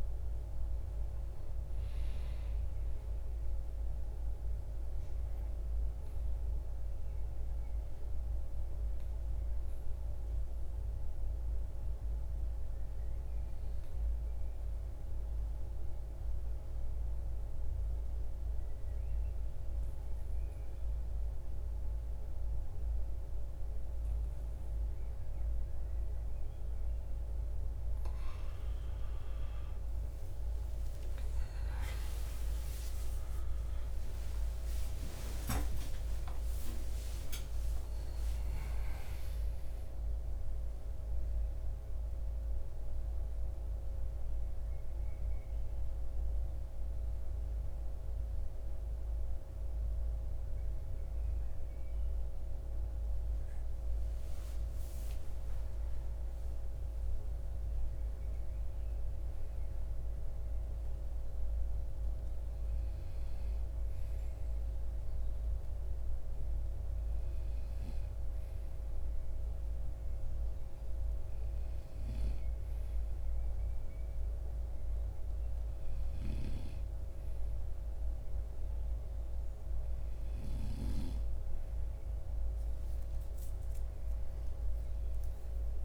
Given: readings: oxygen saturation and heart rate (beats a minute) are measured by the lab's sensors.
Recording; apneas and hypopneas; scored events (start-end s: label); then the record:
breathing in sleep, hard to hear, by a room microphone; 1
3.00-27.50 s: mixed apnea (oxygen 97% before, 84% lowest, heart rate 54 before, 55 extreme, up 20 after)
5.00-19.00 s: oxygen desaturation (device-marked, oxygen 97% before, 92% lowest, heart rate 54 before, 55 extreme)
27.00-58.00 s: oxygen desaturation (device-marked, oxygen 96% before, 84% lowest, heart rate 56 before, 56 extreme)
32.00-37.50 s: arousal
48.00-85.85 s: new sleep stage, N1 (lightest sleep)
72.00-73.00 s: oxygen desaturation (device-marked, oxygen 97% before, 95% lowest, heart rate 60 before, 57 extreme)
From the record:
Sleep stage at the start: N2 (light sleep); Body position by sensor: on the right side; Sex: male